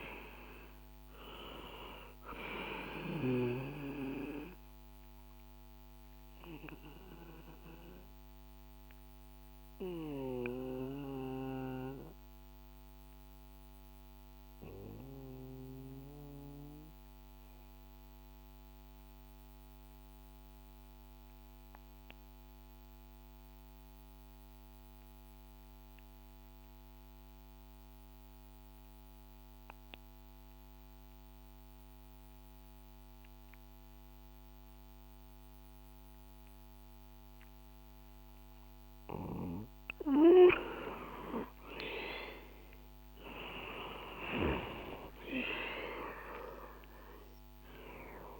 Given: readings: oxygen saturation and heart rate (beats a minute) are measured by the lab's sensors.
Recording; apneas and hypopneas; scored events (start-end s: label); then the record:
breathing in sleep by a microphone on the trachea; 1
0.00-22.00 s: oxygen desaturation (device-marked, oxygen 97% before, 91% lowest, heart rate 63 before, 58 extreme)
4.50-39.00 s: mixed apnea (oxygen 98% before, 90% lowest, heart rate 63 before, 57 extreme, up 8 after)
40.50-46.00 s: arousal
From the record:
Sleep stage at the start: N2 (light sleep); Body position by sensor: on the back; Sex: male